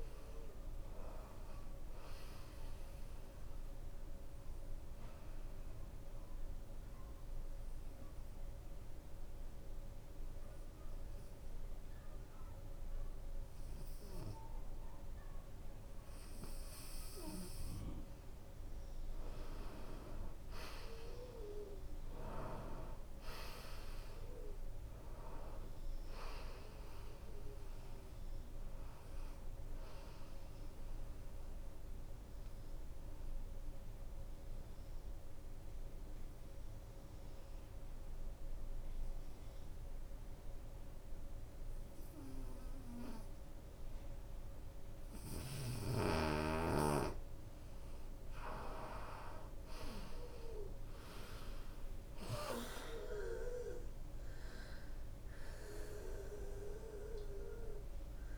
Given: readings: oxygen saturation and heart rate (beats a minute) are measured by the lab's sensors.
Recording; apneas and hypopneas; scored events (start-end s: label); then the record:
breathing in sleep by a room microphone; 2
0.00-13.00 s: oxygen desaturation (device-marked, oxygen 85% lowest, heart rate 66 extreme)
4.00-16.50 s: obstructive apnea (oxygen 94% before, 84% lowest, heart rate 76 before, 66 extreme, up 16 after)
20.00-39.00 s: oxygen desaturation (device-marked, oxygen 94% before, 85% lowest, heart rate 75 before, 66 extreme)
21.00-32.00 s: drop in pulse transit time (device-marked, heart rate 75 before, 76 extreme)
22.00-25.50 s: arousal
31.50-46.00 s: obstructive apnea (oxygen 94% before, 84% lowest, heart rate 76 before, 67 extreme, up 14 after)
48.50-52.00 s: arousal
49.00-58.38 s: oxygen desaturation (device-marked, oxygen 95% before, 84% lowest, heart rate 72 before, 65 extreme)
51.00-58.38 s: drop in pulse transit time (device-marked, heart rate 71 before, 67 extreme)
From the record:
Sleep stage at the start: N2 (light sleep); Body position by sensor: on the right side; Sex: female